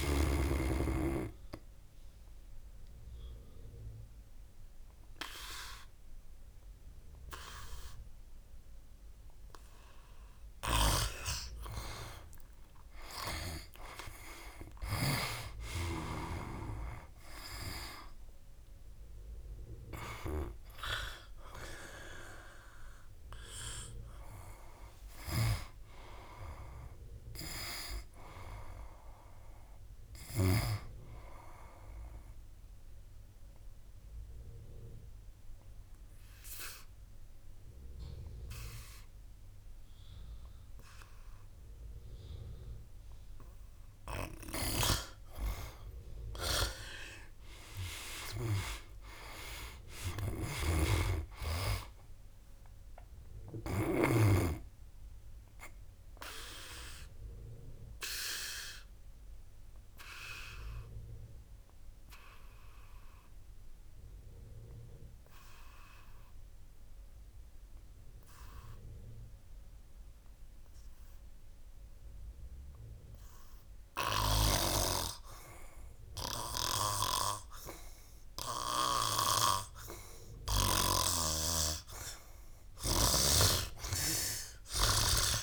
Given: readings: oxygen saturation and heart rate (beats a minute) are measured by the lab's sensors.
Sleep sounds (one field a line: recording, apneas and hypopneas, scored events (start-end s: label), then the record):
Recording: breathing in sleep by a room microphone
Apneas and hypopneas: 2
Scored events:
0.00-15.50 s: oxygen desaturation (device-marked, oxygen 81% lowest, heart rate 64 extreme)
17.00-22.00 s: arousal
25.00-30.50 s: snoring (device-marked)
31.50-43.50 s: obstructive apnea (oxygen 99% before, 87% lowest, heart rate 69 before, 63 extreme, up 6 after)
44.50-48.50 s: snoring (device-marked)
47.00-51.50 s: arousal
52.50-72.50 s: oxygen desaturation (device-marked, oxygen 97% before, 88% lowest, heart rate 66 before, 63 extreme)
55.50-79.50 s: obstructive apnea (oxygen 97% before, 83% lowest, heart rate 67 before, 63 extreme, up 10 after)
83.50-85.43 s: oxygen desaturation (device-marked, oxygen 98% before, 87% lowest, heart rate 65 before, 64 extreme)
From the record:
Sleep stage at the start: N2 (light sleep)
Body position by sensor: on the back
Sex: male